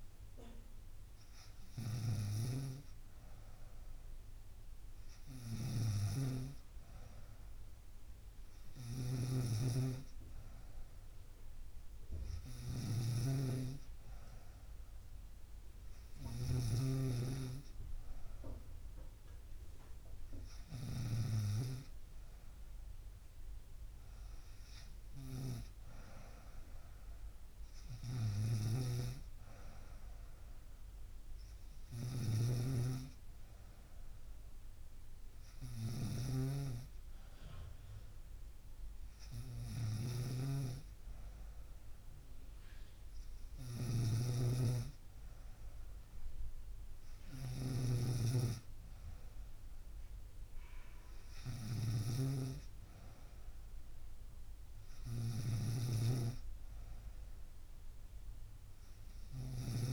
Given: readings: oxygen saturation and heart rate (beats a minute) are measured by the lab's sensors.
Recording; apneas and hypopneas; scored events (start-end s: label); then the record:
breathing in sleep by a room microphone; none
0.00-21.00 s: snoring (device-marked)
28.00-59.93 s: snoring (device-marked)
From the record:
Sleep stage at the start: N3 (deep sleep); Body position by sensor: on the right side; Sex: female